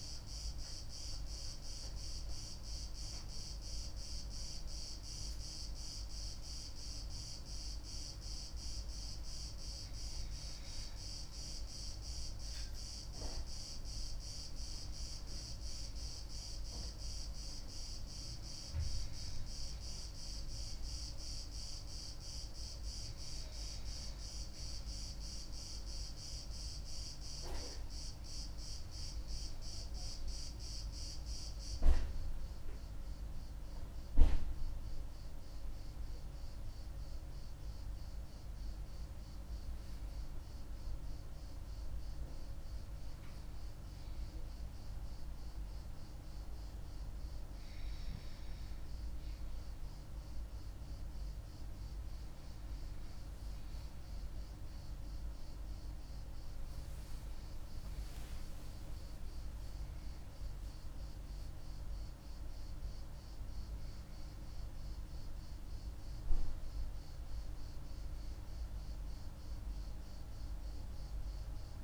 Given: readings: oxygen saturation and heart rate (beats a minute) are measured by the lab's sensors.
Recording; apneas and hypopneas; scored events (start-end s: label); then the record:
breathing in sleep, hard to hear, by a room microphone; none
58.50-62.00 s: arousal
From the record:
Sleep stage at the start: N2 (light sleep); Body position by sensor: on the left side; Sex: female